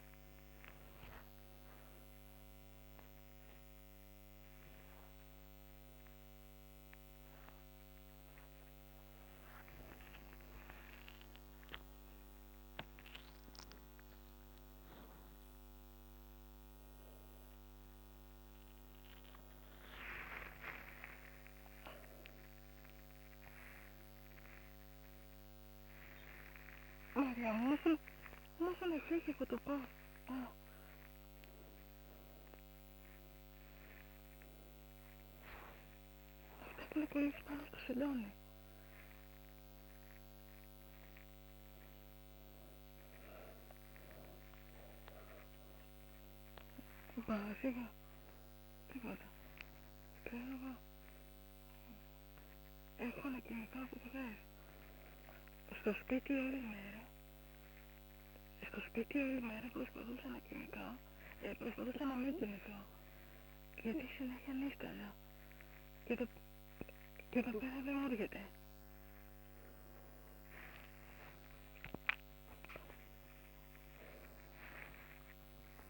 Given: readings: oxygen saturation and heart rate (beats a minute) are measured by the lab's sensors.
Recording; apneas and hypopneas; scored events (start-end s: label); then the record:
a person awake in a sleep study, by a microphone on the trachea; none
none scored
From the record:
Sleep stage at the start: awake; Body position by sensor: on the right side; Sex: female